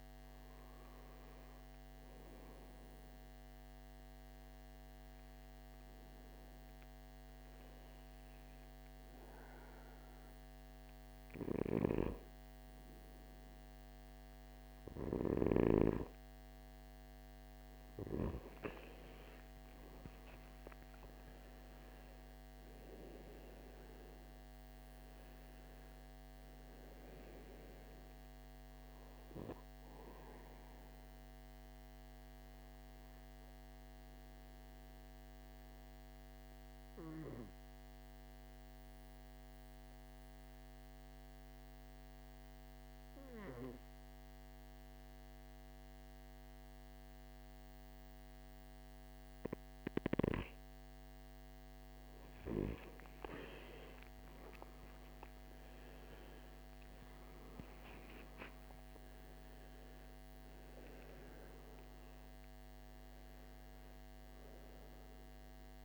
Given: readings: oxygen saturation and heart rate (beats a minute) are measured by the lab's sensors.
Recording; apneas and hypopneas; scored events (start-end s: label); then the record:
breathing in sleep by a microphone on the trachea; 1
0.00-9.00 s: oxygen desaturation (device-marked, oxygen 99% before, 95% lowest, heart rate 56 before, 55 extreme)
21.00-25.50 s: arousal
22.00-45.00 s: oxygen desaturation (device-marked, oxygen 97% before, 93% lowest, heart rate 61 before, 51 extreme)
33.50-49.50 s: obstructive apnea (oxygen 97% before, 89% lowest, heart rate 64 before, 52 extreme, up 18 after)
51.00-54.00 s: arousal
55.00-65.85 s: oxygen desaturation (device-marked, oxygen 98% before, 89% lowest, heart rate 56 before, 51 extreme)
From the record:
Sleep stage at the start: N2 (light sleep); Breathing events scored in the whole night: 504 in 6.9 hours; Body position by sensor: on the right side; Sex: male